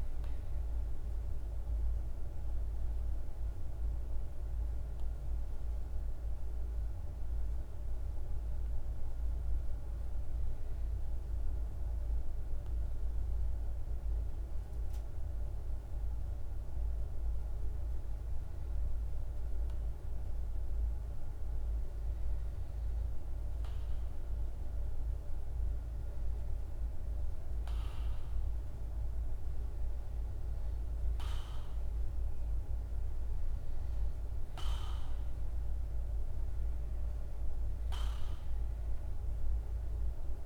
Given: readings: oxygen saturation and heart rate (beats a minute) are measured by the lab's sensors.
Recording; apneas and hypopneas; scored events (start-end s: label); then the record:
breathing in sleep, hard to hear, by a room microphone; 1
0.50-20.50 s: obstructive apnea (oxygen 97% before, 94% lowest, heart rate 51 before, 48 extreme, up 2 after)
23.00-26.50 s: arousal
27.00-40.46 s: oxygen desaturation (device-marked, oxygen 98% before, 94% lowest, heart rate 50 before, 49 extreme)
From the record:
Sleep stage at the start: REM sleep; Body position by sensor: on the back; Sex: male